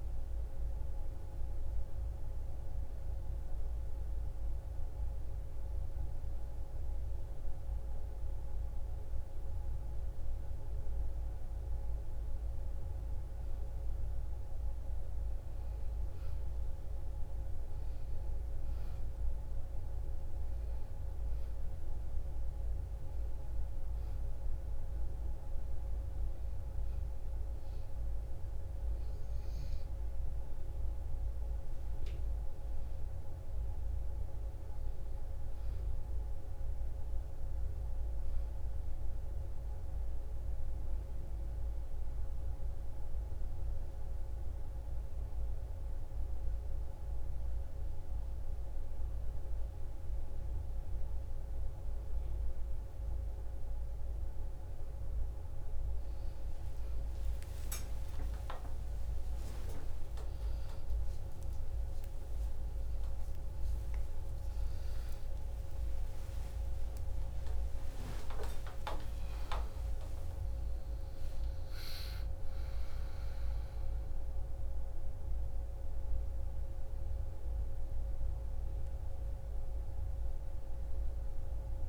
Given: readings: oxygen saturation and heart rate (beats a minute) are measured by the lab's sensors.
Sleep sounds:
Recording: a person partly awake in a sleep study, hard to hear, by a room microphone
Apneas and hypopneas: 1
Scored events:
4.00-14.00 s: hypopnea (oxygen 95% before, 92% lowest, heart rate 91 before, 56 extreme, up 4 after)
15.50-19.00 s: arousal
22.00-37.00 s: oxygen desaturation (device-marked, oxygen 97% before, 92% lowest, heart rate 58 before, 61 extreme)
53.00-81.89 s: new sleep stage, awake
From the record:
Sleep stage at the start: N2 (light sleep)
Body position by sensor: on the back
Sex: female

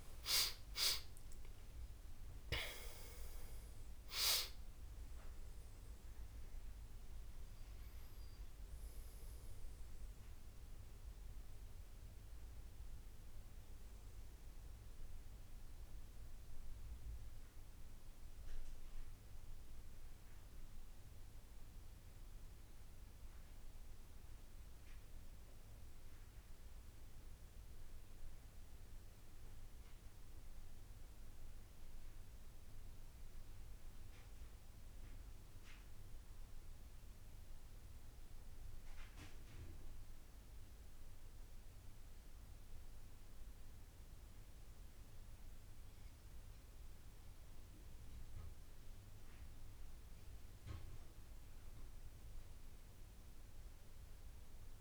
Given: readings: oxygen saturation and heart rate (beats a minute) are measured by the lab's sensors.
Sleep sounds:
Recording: breathing in sleep, hard to hear, by a room microphone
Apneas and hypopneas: 1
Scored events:
0.00-3.00 s: arousal
0.00-24.50 s: oxygen desaturation (device-marked, oxygen 85% lowest, heart rate 77 extreme)
20.00-31.00 s: hypopnea (oxygen 93% before, 86% lowest, heart rate 86 before, 77 extreme, up 4 after)
32.50-35.50 s: arousal
43.50-54.81 s: oxygen desaturation (device-marked, oxygen 97% before, 92% lowest, heart rate 79 before, 79 extreme)
From the record:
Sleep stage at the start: N2 (light sleep)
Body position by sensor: on the back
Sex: male

